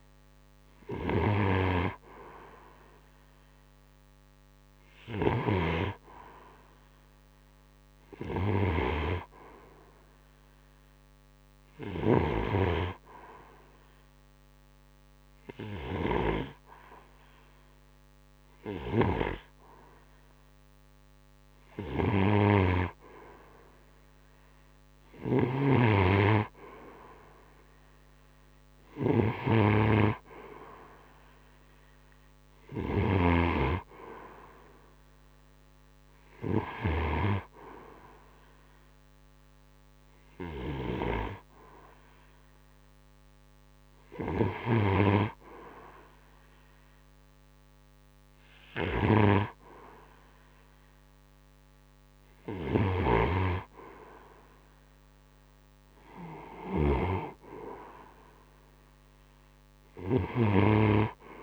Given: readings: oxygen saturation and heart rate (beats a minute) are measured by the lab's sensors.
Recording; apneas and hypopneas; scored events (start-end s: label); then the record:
breathing in sleep by a microphone on the trachea; 1
4.00-15.50 s: snoring (device-marked)
11.00-21.50 s: hypopnea (oxygen 92% before, 89% lowest, heart rate 47 before, 25 extreme, up 9 after)
24.00-32.50 s: snoring (device-marked)
24.50-29.00 s: arousal
27.00-48.00 s: oxygen desaturation (device-marked, oxygen 92% before, 89% lowest)
43.50-61.43 s: snoring (device-marked)
From the record:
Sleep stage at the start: N2 (light sleep); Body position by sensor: on the right side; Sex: male